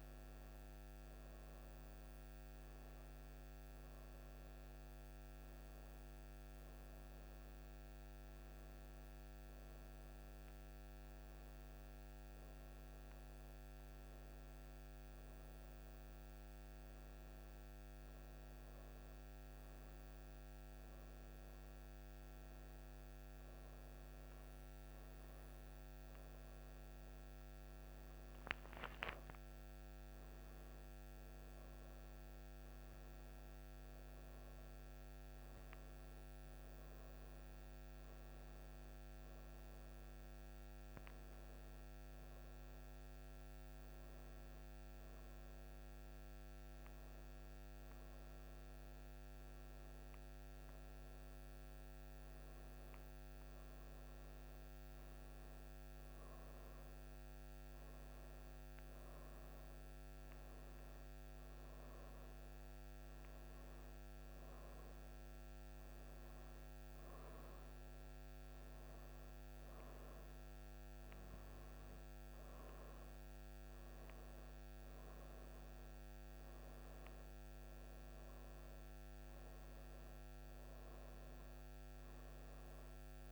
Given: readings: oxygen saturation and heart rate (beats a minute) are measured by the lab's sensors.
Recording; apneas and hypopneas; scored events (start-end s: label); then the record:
breathing in sleep, hard to hear, by a microphone on the trachea; none
29.00-33.50 s: arousal
80.00-83.32 s: new sleep stage, N1 (lightest sleep)
From the record:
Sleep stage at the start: N2 (light sleep); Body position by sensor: on the right side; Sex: female